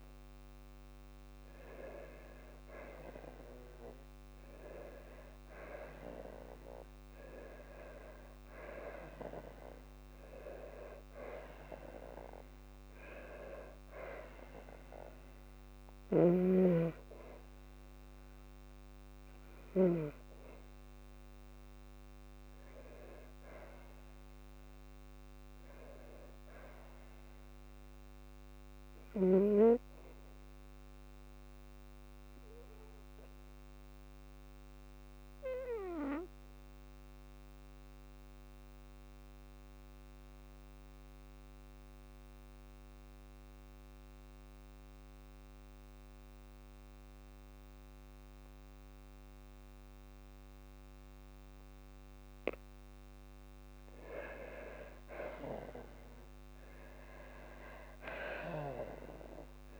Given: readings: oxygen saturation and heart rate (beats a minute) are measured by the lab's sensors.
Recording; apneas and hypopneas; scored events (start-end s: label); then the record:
breathing in sleep by a microphone on the trachea; 1
0.00-2.00 s: oxygen desaturation (device-marked, oxygen 98% before, 93% lowest, heart rate 55 before, 53 extreme)
2.50-7.50 s: arousal
28.00-49.00 s: oxygen desaturation (device-marked, oxygen 98% before, 94% lowest, heart rate 57 before, 53 extreme)
37.00-52.50 s: obstructive apnea (oxygen 98% before, 92% lowest, heart rate 57 before, 53 extreme, up 7 after)
54.00-57.00 s: arousal
From the record:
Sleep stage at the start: N2 (light sleep); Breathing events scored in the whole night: 247 in 4.4 hours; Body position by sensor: on the back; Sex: female